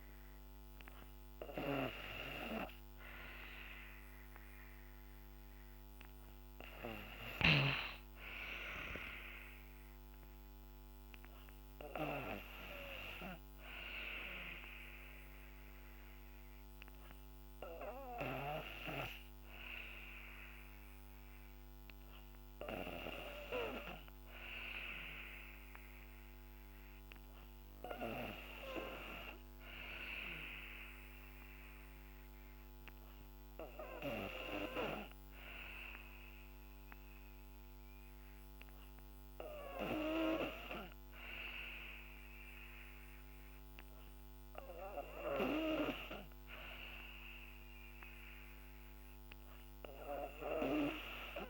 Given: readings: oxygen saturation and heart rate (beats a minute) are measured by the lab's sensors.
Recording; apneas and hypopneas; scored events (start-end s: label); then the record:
breathing in sleep by a microphone on the trachea; none
none scored
From the record:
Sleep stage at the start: N2 (light sleep); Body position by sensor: on the back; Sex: female